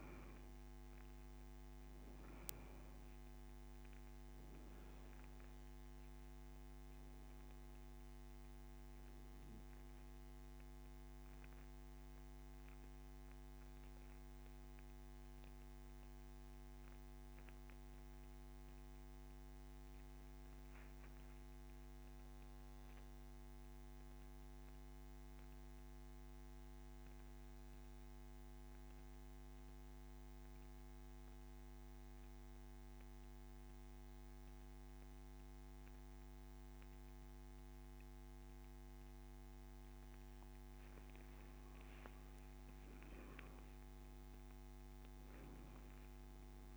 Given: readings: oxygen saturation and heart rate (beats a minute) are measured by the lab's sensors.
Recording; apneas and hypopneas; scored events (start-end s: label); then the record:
breathing in sleep, hard to hear, by a microphone on the trachea; 1
0.00-35.50 s: oxygen desaturation (device-marked, oxygen 88% lowest, heart rate 28 extreme)
9.00-40.00 s: central apnea (oxygen 97% before, 88% lowest, heart rate 56 before, 28 extreme, up 37 after)
43.00-46.00 s: arousal
From the record:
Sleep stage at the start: N2 (light sleep); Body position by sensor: on the back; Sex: male